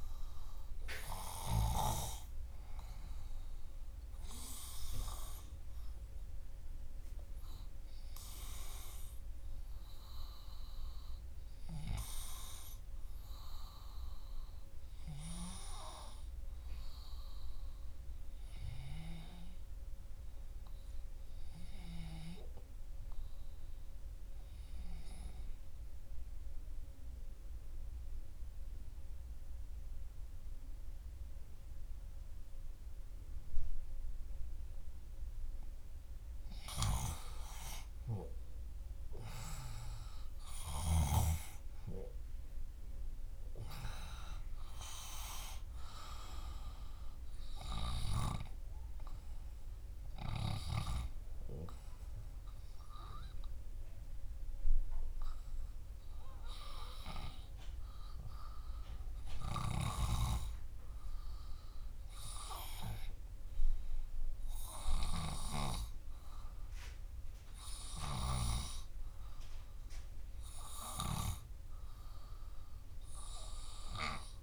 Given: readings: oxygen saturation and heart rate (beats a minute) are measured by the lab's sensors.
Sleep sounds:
breathing in sleep by a room microphone; 1
6.00-31.00 s: oxygen desaturation (device-marked, oxygen 98% before, 93% lowest, heart rate 71 before, 63 extreme)
27.50-38.00 s: obstructive apnea (oxygen 98% before, 92% lowest, heart rate 69 before, 63 extreme, up 2 after)
40.50-44.00 s: arousal
59.00-70.00 s: oxygen desaturation (device-marked, oxygen 96% before, 92% lowest, heart rate 69 before, 67 extreme)
71.00-74.43 s: arousal
From the record:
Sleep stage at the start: N2 (light sleep); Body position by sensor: on the back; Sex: male

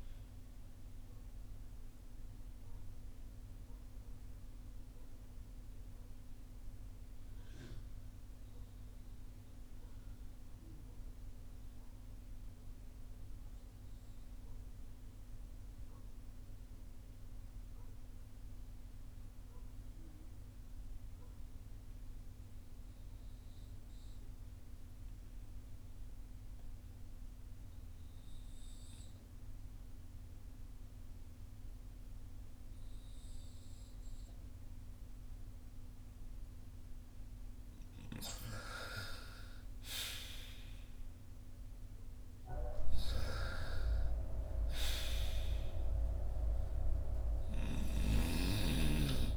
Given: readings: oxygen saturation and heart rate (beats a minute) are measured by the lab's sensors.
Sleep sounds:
breathing in sleep by a room microphone; 1
0.00-25.50 s: oxygen desaturation (device-marked, oxygen 80% lowest, heart rate 39 extreme)
0.50-38.50 s: obstructive apnea (oxygen 97% before, 79% lowest, heart rate 56 before, 39 extreme, up 9 after)
39.50-44.50 s: arousal
39.50-49.37 s: oxygen desaturation (device-marked, oxygen 96% before, 79% lowest, heart rate 56 before, 45 extreme)
47.50-49.37 s: snoring (device-marked)
From the record:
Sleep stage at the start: REM sleep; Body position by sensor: on the front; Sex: male

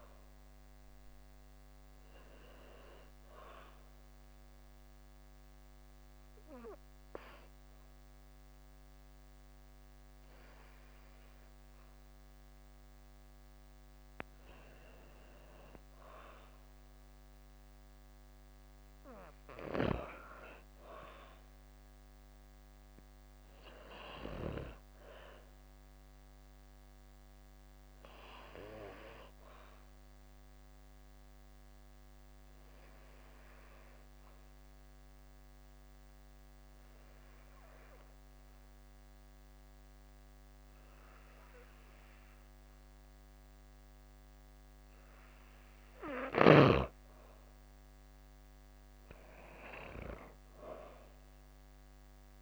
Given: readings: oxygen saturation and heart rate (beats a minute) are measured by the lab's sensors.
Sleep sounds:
breathing in sleep by a microphone on the trachea; 2
1.50-13.50 s: hypopnea (oxygen 95% before, 88% lowest, heart rate 108 before, 38 extreme, up 8 after)
16.00-19.50 s: arousal
23.50-35.50 s: oxygen desaturation (device-marked, oxygen 96% before, 91% lowest, heart rate 75 before, 88 extreme)
26.00-45.00 s: obstructive apnea (oxygen 96% before, 86% lowest, heart rate 68 before, 88 extreme, up 49 after)
47.00-50.00 s: arousal
50.50-52.42 s: oxygen desaturation (device-marked, oxygen 96% before, 88% lowest, heart rate 118 before, 70 extreme)
From the record:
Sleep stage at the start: N2 (light sleep); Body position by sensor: on the back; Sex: female

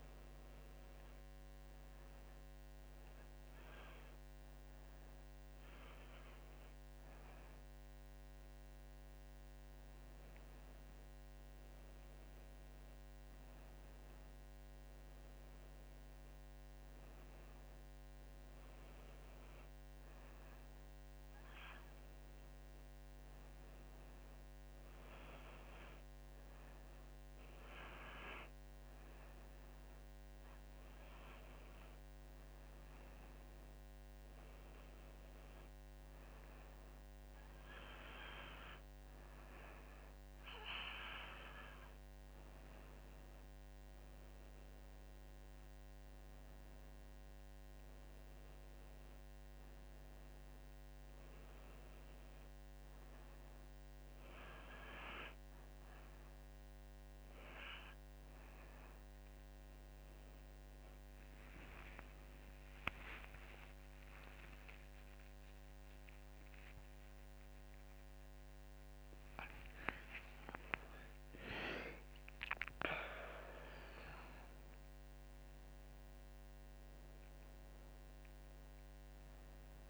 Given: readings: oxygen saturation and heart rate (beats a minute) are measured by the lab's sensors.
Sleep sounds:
breathing in sleep by a microphone on the trachea; none
73.00-79.90 s: new sleep stage, awake
From the record:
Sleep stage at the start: N1 (lightest sleep); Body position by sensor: on the back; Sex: female

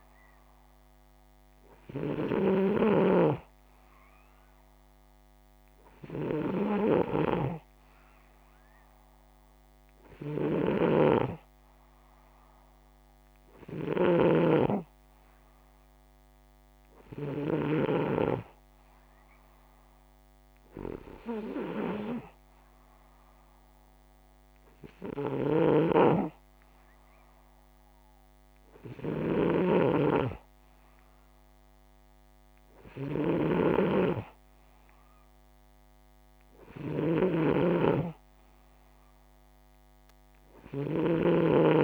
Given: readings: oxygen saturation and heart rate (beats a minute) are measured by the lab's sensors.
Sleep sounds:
breathing in sleep by a microphone on the trachea; none
0.00-17.00 s: snoring (device-marked)
24.50-41.84 s: snoring (device-marked)
From the record:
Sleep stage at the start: N2 (light sleep); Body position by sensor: upright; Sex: male

